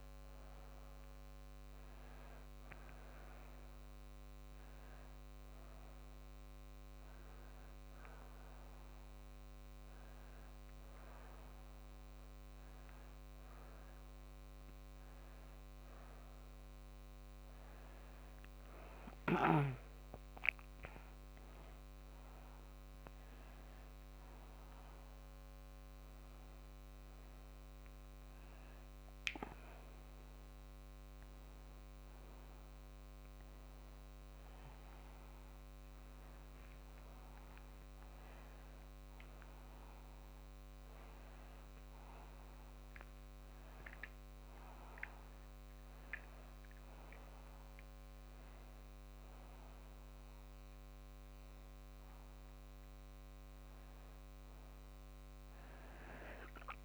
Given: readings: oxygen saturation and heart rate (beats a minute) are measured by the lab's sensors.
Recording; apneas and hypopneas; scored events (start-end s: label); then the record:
a person awake in a sleep study, hard to hear, by a microphone on the trachea; none
none scored
From the record:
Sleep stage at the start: awake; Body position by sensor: on the back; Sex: female